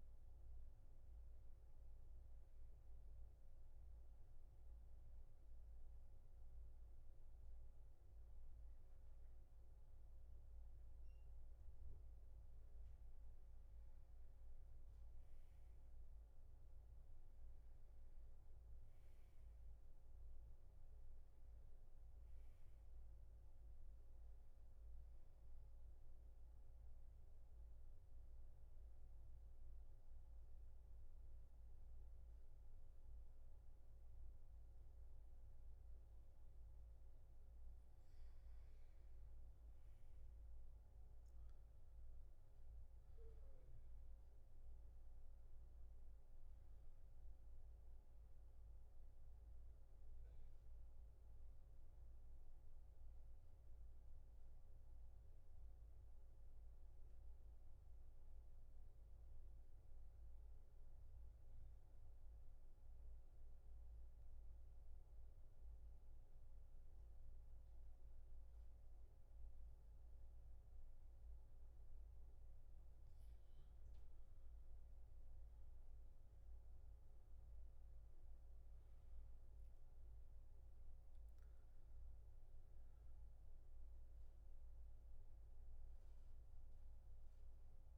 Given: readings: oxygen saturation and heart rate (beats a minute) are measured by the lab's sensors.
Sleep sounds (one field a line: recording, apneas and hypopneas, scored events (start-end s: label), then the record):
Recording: breathing in sleep, hard to hear, by a room microphone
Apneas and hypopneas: 3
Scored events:
2.00-13.00 s: mixed apnea (oxygen 98% before, 88% lowest, heart rate 78 before, 64 extreme, up 5 after)
15.50-19.50 s: arousal
15.50-32.50 s: oxygen desaturation (device-marked, oxygen 96% before, 91% lowest, heart rate 70 before, 65 extreme)
25.50-37.00 s: obstructive apnea (oxygen 97% before, 86% lowest, heart rate 67 before, 65 extreme, up 6 after)
40.00-44.50 s: arousal
42.50-58.50 s: oxygen desaturation (device-marked, oxygen 96% before, 88% lowest, heart rate 68 before, 61 extreme)
57.00-72.00 s: obstructive apnea (oxygen 96% before, 86% lowest, heart rate 70 before, 61 extreme, up 10 after)
74.00-78.50 s: arousal
75.50-87.98 s: oxygen desaturation (device-marked, oxygen 97% before, 86% lowest, heart rate 64 before, 63 extreme)
From the record:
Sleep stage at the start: N2 (light sleep)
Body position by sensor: on the back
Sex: male